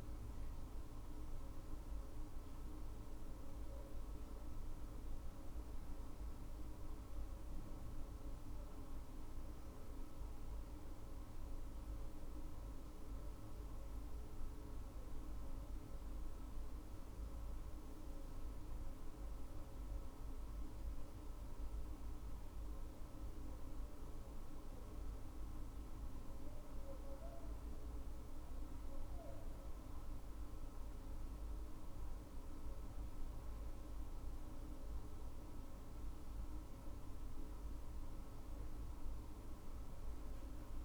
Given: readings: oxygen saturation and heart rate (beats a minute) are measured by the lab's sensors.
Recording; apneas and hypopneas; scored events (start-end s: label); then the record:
breathing in sleep, hard to hear, by a room microphone; none
none scored
From the record:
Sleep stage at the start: N2 (light sleep); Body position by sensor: on the left side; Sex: female